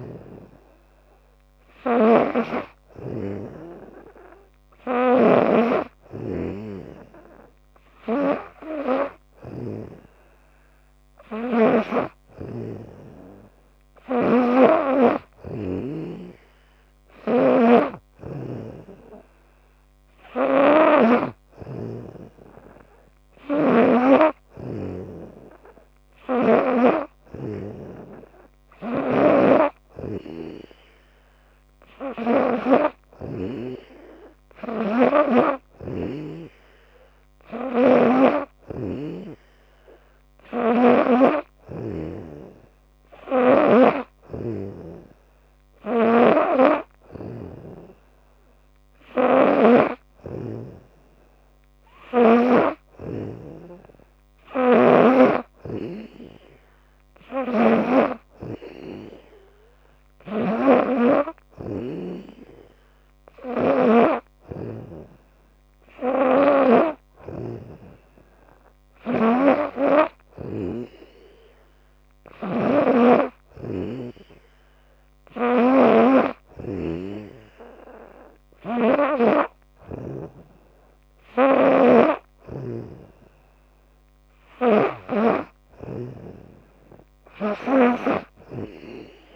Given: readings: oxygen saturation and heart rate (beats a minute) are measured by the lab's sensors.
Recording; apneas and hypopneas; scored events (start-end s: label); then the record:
breathing in sleep by a microphone on the trachea; none
0.00-15.50 s: snoring (device-marked)
20.00-26.50 s: snoring (device-marked)
28.50-39.00 s: snoring (device-marked)
41.00-50.50 s: snoring (device-marked)
55.00-66.50 s: snoring (device-marked)
68.50-80.00 s: snoring (device-marked)
84.50-89.35 s: snoring (device-marked)
From the record:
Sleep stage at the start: N2 (light sleep); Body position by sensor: on the back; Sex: female